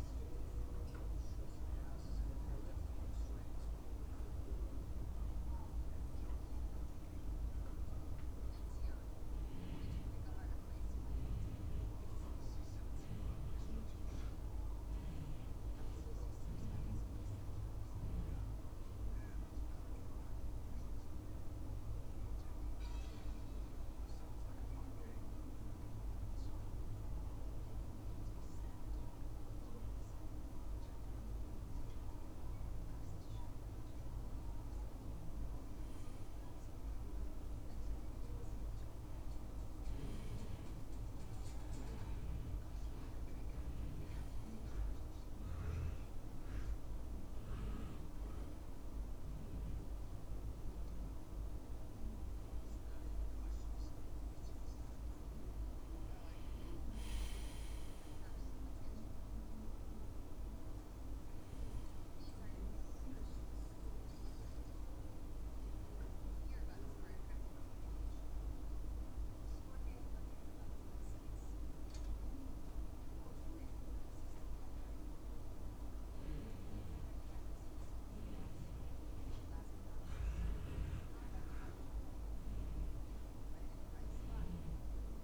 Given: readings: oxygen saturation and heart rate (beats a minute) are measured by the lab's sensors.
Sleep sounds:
breathing in sleep, hard to hear, by a room microphone; 1
16.00-20.00 s: arousal
25.00-35.50 s: hypopnea (oxygen 96% before, 93% lowest, heart rate 74 before, 72 extreme, up 2 after)
38.00-41.50 s: arousal
From the record:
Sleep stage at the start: N2 (light sleep); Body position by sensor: on the back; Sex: male

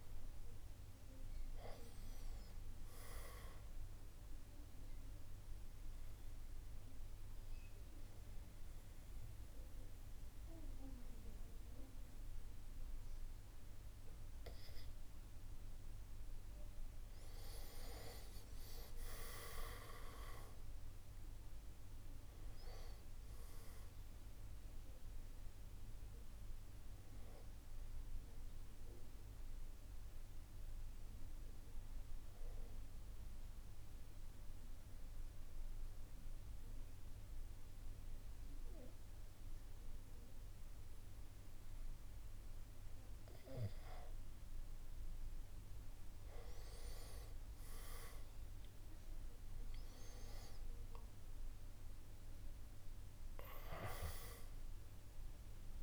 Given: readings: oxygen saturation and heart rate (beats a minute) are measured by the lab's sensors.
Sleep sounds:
breathing in sleep by a room microphone; 2
3.50-15.50 s: obstructive apnea (oxygen 97% before, 92% lowest, heart rate 66 before, 62 extreme, up 7 after)
19.00-23.50 s: arousal
21.00-36.00 s: drop in pulse transit time (device-marked, heart rate 65 before, 64 extreme)
33.00-45.00 s: mixed apnea (oxygen 96% before, 90% lowest, heart rate 65 before, 53 extreme, up 13 after)
39.00-55.82 s: new sleep stage, N2 (light sleep)
48.00-51.50 s: arousal
From the record:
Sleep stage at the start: N1 (lightest sleep); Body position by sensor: on the back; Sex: male

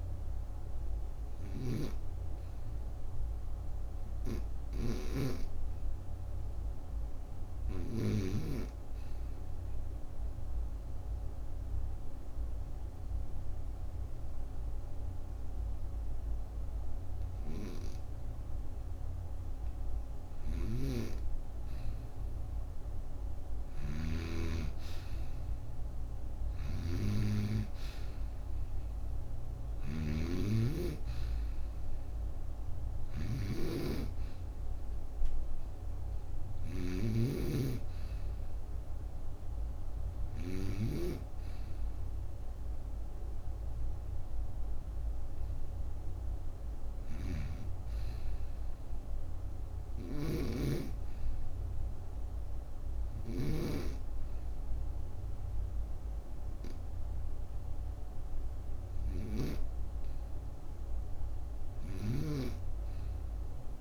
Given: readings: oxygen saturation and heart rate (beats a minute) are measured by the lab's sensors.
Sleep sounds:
breathing in sleep by a room microphone; 2
0.00-1.00 s: arousal
0.00-8.00 s: snoring (device-marked)
9.00-19.50 s: obstructive apnea (oxygen 98% before, 89% lowest, heart rate 56 before, 46 extreme, up 1 after)
20.00-24.00 s: snoring (device-marked)
25.00-29.50 s: arousal
26.00-40.50 s: snoring (device-marked)
43.00-59.50 s: hypopnea (oxygen 96% before, 89% lowest, heart rate 55 before, 34 extreme, up 1 after)
49.00-63.81 s: oxygen desaturation (device-marked, oxygen 93% before, 89% lowest, heart rate 51 before, 34 extreme)
49.50-59.50 s: snoring (device-marked)
61.00-63.50 s: arousal
61.50-63.81 s: snoring (device-marked)
From the record:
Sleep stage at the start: N2 (light sleep); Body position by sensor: on the right side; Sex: female

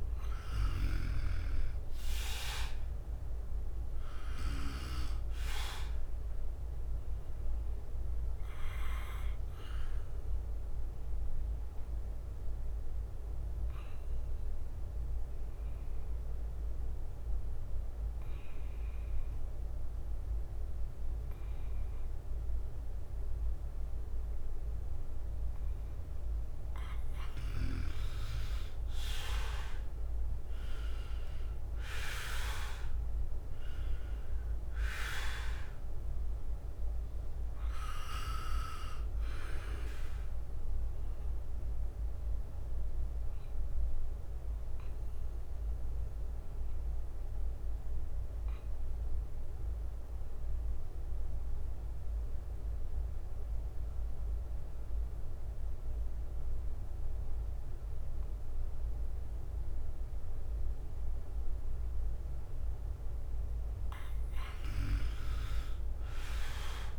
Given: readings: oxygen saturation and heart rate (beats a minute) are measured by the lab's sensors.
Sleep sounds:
breathing in sleep by a room microphone; 2
0.00-1.00 s: arousal
0.00-3.00 s: bradycardia (device-marked, heart rate 53 extreme)
0.00-11.00 s: drop in pulse transit time (device-marked, heart rate 56 extreme)
5.50-25.00 s: hypopnea (oxygen 97% before, 87% lowest, heart rate 56 before, 56 extreme, up 9 after)
8.00-27.00 s: bradycardia (device-marked, heart rate 60 before, 56 extreme)
15.00-28.00 s: oxygen desaturation (device-marked, oxygen 97% before, 89% lowest, heart rate 58 before, 56 extreme)
28.00-31.50 s: arousal
30.00-41.00 s: drop in pulse transit time (device-marked, heart rate 57 before, 61 extreme)
37.00-60.00 s: oxygen desaturation (device-marked, oxygen 95% before, 87% lowest, heart rate 60 before, 51 extreme)
42.50-62.00 s: hypopnea (oxygen 96% before, 85% lowest, heart rate 62 before, 51 extreme, up 6 after)
55.00-66.00 s: bradycardia (device-marked, heart rate 60 before, 51 extreme)
65.50-66.99 s: arousal
From the record:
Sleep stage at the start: N2 (light sleep); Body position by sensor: on the right side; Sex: male

